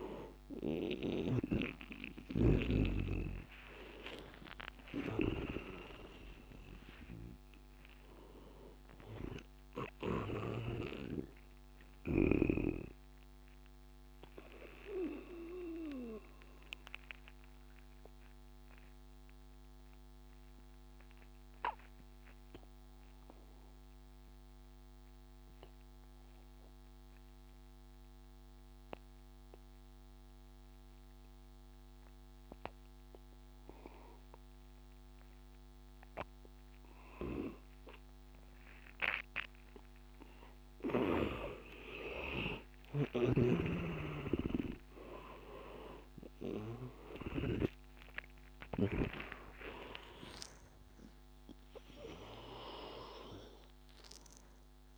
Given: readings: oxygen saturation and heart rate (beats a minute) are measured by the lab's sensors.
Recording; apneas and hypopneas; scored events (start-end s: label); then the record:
breathing in sleep by a microphone on the trachea; 1
0.00-2.50 s: snoring (device-marked)
0.00-17.00 s: oxygen desaturation (device-marked, oxygen 88% lowest, heart rate 77 extreme)
12.50-39.00 s: obstructive apnea (oxygen 97% before, 88% lowest, heart rate 89 before, 77 extreme, up 3 after)
35.00-54.98 s: oxygen desaturation (device-marked, oxygen 98% before, 88% lowest, heart rate 84 before, 80 extreme)
42.00-47.00 s: arousal
From the record:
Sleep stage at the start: N2 (light sleep); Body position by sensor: on the back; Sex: male